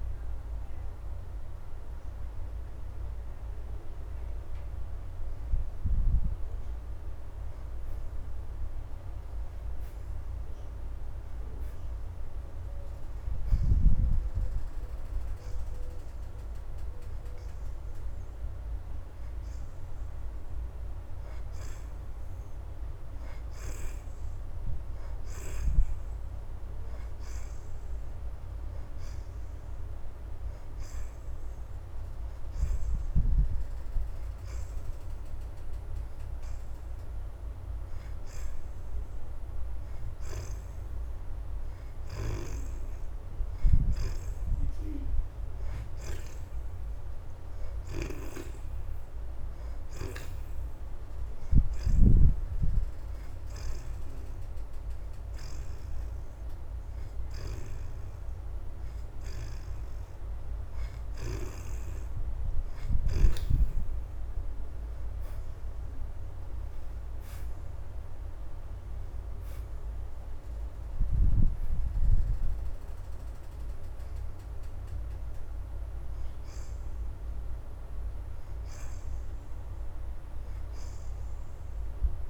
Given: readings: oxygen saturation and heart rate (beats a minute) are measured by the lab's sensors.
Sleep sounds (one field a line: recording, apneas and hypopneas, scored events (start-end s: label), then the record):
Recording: breathing in sleep by a room microphone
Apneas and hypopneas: none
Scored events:
34.00-65.00 s: oxygen desaturation (device-marked, oxygen 74% before, 63% lowest, heart rate 108 before, 102 extreme)
From the record:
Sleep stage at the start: N2 (light sleep)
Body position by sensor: on the back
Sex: female